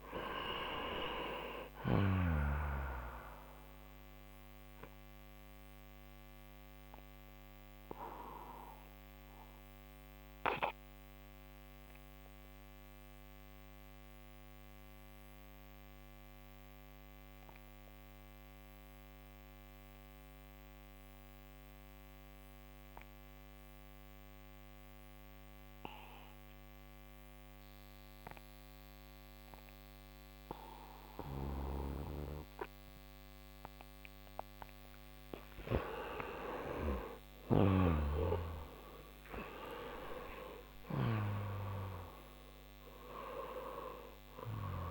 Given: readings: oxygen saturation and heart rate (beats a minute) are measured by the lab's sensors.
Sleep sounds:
breathing in sleep by a microphone on the trachea; 1
3.00-25.00 s: oxygen desaturation (device-marked, oxygen 95% before, 88% lowest)
4.00-34.00 s: obstructive apnea (oxygen 97% before, 88% lowest)
35.50-39.50 s: arousal
39.00-44.91 s: oxygen desaturation (device-marked, oxygen 96% before, 88% lowest)
From the record:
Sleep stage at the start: N2 (light sleep); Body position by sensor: on the right side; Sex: male

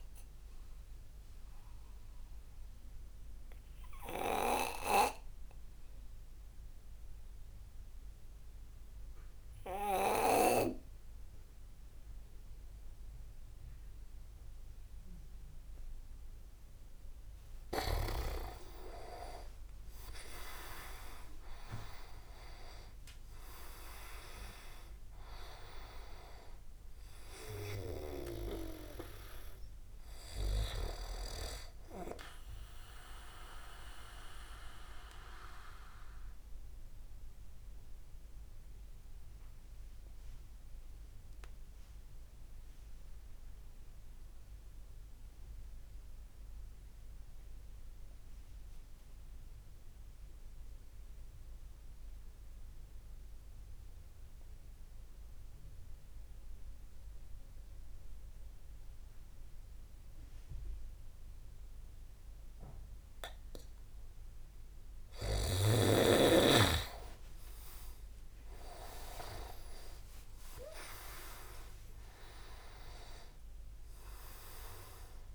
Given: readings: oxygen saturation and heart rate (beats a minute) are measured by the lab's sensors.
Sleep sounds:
breathing in sleep by a room microphone; 2
2.00-17.50 s: obstructive apnea (oxygen 100% before, 93% lowest)
18.50-23.50 s: arousal
18.50-24.50 s: leg movement (device-marked)
34.00-64.50 s: obstructive apnea (oxygen 97% before, 92% lowest)
63.50-75.35 s: oxygen desaturation (device-marked, oxygen 99% before, 92% lowest)
67.50-72.50 s: arousal
From the record:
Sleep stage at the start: N2 (light sleep); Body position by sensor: on the back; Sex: male

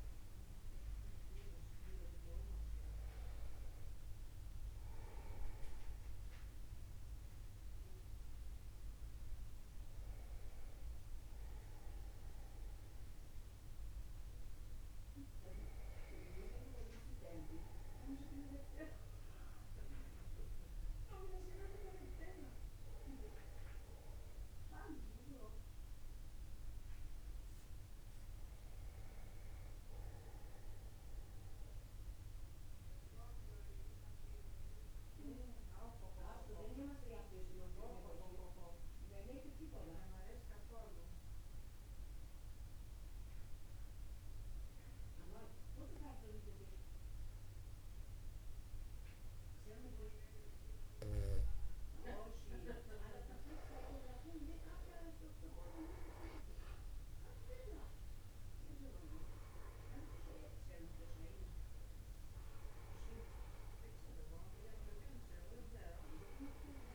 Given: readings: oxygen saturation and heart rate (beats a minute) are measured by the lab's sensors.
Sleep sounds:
breathing in sleep by a room microphone; 1
21.50-26.00 s: arousal
30.50-53.00 s: mixed apnea (oxygen 96% before, 94% lowest, heart rate 51 before, 50 extreme, up 0 after)
43.00-66.95 s: new sleep stage, N2 (light sleep)
56.50-60.50 s: arousal
From the record:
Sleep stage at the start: N1 (lightest sleep); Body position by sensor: upright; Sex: male

